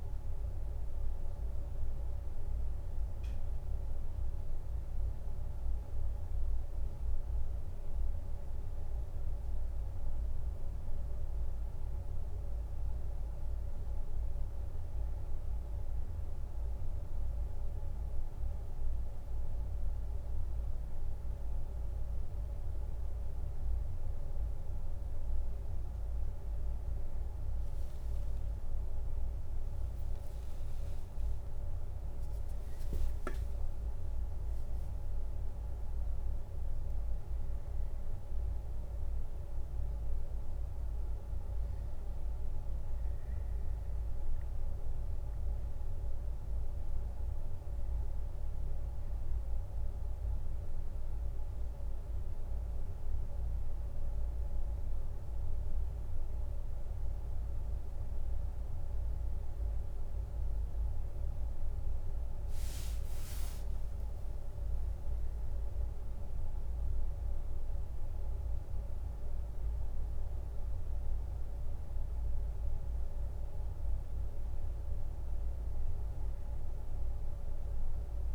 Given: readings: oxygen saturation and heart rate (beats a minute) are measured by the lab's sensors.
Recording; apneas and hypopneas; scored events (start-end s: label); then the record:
a person awake in a sleep study, hard to hear, by a room microphone; none
32.00-37.00 s: leg movement (device-marked)
34.50-78.34 s: new sleep stage, awake
40.00-41.00 s: leg movement (device-marked)
62.00-64.50 s: leg movement (device-marked)
From the record:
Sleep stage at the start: N1 (lightest sleep); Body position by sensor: on the left side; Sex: male